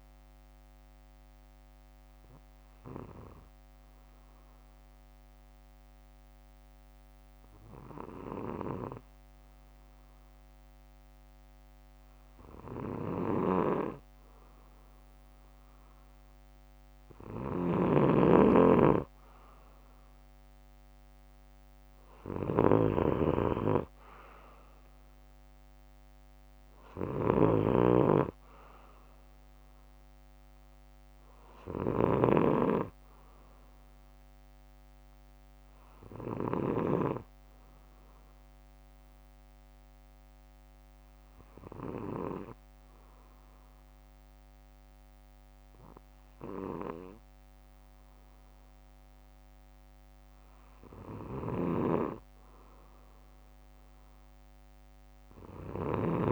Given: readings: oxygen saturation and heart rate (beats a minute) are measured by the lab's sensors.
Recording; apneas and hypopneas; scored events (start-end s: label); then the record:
breathing in sleep by a microphone on the trachea; 2
1.00-14.50 s: obstructive apnea (oxygen 96% before, 93% lowest, heart rate 62 before, 60 extreme, up 8 after)
16.50-20.00 s: arousal
17.50-32.00 s: snoring (device-marked)
39.00-51.00 s: obstructive apnea (oxygen 96% before, 94% lowest, heart rate 64 before, 56 extreme, up 10 after)
43.00-47.00 s: bradycardia (device-marked, heart rate 64 before, 56 extreme)
53.50-56.32 s: arousal
From the record:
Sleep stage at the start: N2 (light sleep); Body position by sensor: on the back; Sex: male